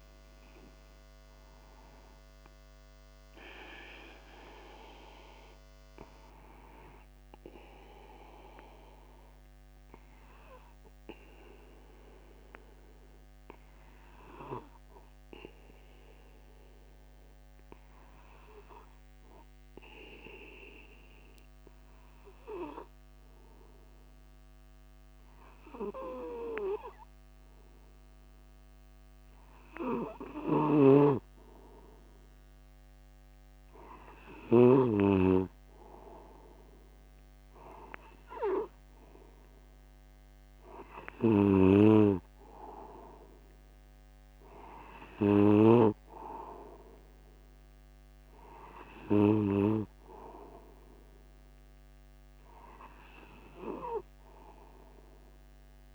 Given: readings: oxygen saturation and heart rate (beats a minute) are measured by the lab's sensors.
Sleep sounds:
breathing in sleep by a microphone on the trachea; 1
10.50-30.50 s: obstructive apnea (oxygen 96% before, 94% lowest, heart rate 51 before, 50 extreme, up 0 after)
31.00-35.50 s: snoring (device-marked)
37.00-40.50 s: arousal
42.00-46.50 s: snoring (device-marked)
From the record:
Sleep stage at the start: N2 (light sleep); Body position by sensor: upright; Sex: male

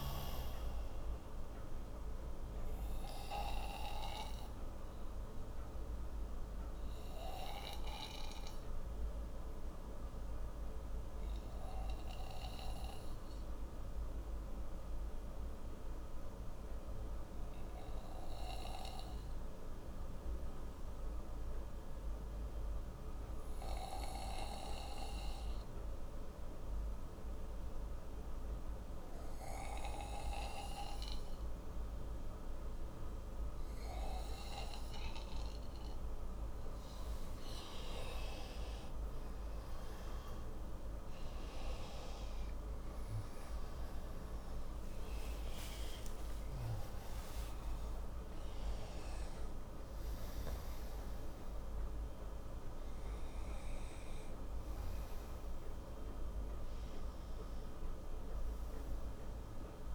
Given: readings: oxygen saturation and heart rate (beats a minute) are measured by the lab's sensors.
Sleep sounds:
breathing in sleep by a room microphone; 1
0.00-22.50 s: oxygen desaturation (device-marked, oxygen 89% lowest)
3.00-36.50 s: obstructive apnea (oxygen 98% before, 89% lowest)
38.50-44.50 s: arousal
38.50-59.95 s: oxygen desaturation (device-marked, oxygen 97% before, 91% lowest)
From the record:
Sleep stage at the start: N2 (light sleep); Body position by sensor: on the right side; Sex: male

